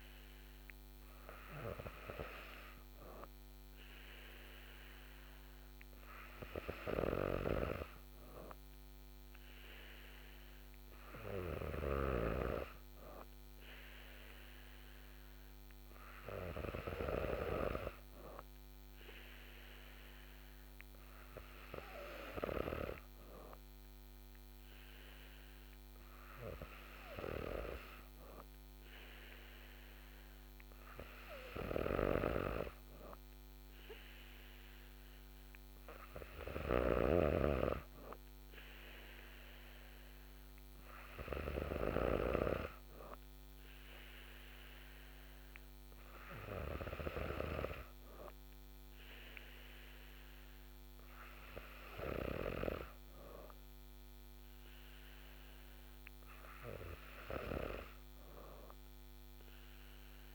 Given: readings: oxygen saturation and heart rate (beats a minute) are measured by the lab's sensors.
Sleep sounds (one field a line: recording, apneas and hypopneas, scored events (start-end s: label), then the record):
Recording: breathing in sleep by a microphone on the trachea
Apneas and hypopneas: none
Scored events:
7.00-12.50 s: snoring (device-marked)
31.50-37.00 s: snoring (device-marked)
From the record:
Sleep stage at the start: N3 (deep sleep)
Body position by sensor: on the back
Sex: female